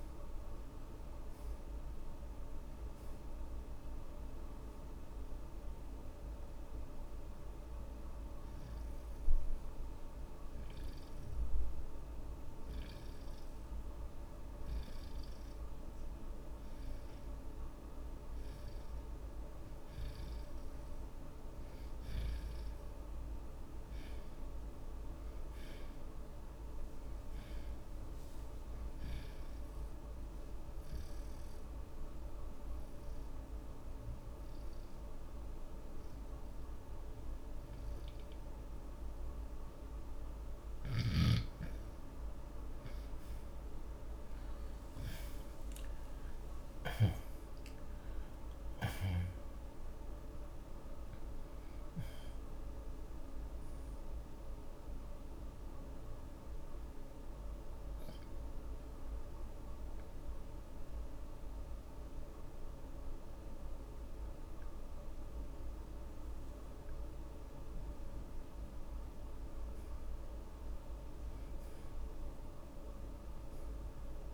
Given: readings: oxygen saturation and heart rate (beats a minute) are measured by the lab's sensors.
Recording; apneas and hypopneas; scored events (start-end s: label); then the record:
breathing in sleep, hard to hear, by a room microphone; 3
0.00-16.50 s: oxygen desaturation (device-marked, oxygen 75% lowest, heart rate 38 extreme)
6.00-19.00 s: hypopnea (oxygen 82% before, 68% lowest, heart rate 73 before, 49 extreme, up 6 after)
23.00-26.50 s: arousal
24.50-42.50 s: oxygen desaturation (device-marked, oxygen 84% before, 76% lowest, heart rate 75 before, 47 extreme)
31.00-42.00 s: obstructive apnea (oxygen 84% before, 68% lowest, heart rate 79 before, 47 extreme, up 6 after)
46.00-51.00 s: arousal
56.00-67.50 s: hypopnea (oxygen 82% before, 68% lowest)
60.50-68.50 s: oxygen desaturation (device-marked, oxygen 81% before, 68% lowest)
69.00-72.50 s: arousal
From the record:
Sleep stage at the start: N2 (light sleep); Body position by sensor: on the back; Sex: male